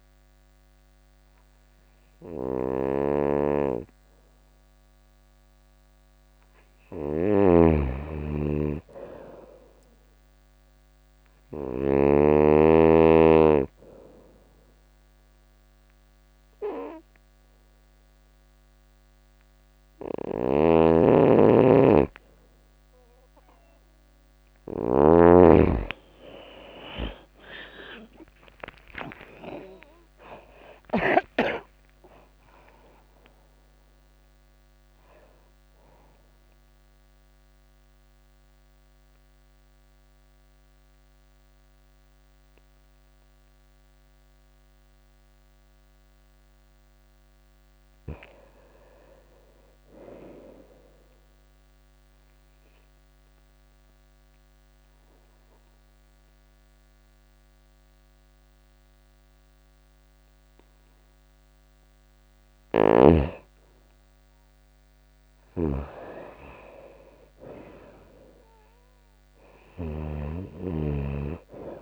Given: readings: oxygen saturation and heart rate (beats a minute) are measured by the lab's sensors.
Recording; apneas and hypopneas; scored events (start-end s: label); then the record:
breathing in sleep by a microphone on the trachea; 3
0.00-3.00 s: oxygen desaturation (device-marked, oxygen 89% lowest, heart rate 79 extreme)
0.00-11.50 s: snoring (device-marked)
10.00-23.00 s: hypopnea (oxygen 96% before, 89% lowest, heart rate 82 before, 81 extreme, up 32 after)
19.50-24.50 s: snoring (device-marked)
20.00-26.00 s: oxygen desaturation (device-marked, oxygen 96% before, 92% lowest, heart rate 82 before, 81 extreme)
25.00-29.00 s: arousal
36.00-47.50 s: mixed apnea (oxygen 96% before, 89% lowest, heart rate 94 before, 81 extreme, up 2 after)
37.00-48.00 s: oxygen desaturation (device-marked, oxygen 95% before, 89% lowest, heart rate 94 before, 81 extreme)
48.50-50.50 s: arousal
51.50-61.50 s: obstructive apnea (oxygen 99% before, 89% lowest, heart rate 91 before, 81 extreme, up 1 after)
59.00-66.00 s: oxygen desaturation (device-marked, oxygen 99% before, 93% lowest, heart rate 83 before, 81 extreme)
62.00-69.50 s: snoring (device-marked)
64.50-68.50 s: arousal
68.00-71.82 s: oxygen desaturation (device-marked, oxygen 97% before, 89% lowest, heart rate 82 before, 81 extreme)
From the record:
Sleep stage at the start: N2 (light sleep); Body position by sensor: on the right side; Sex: female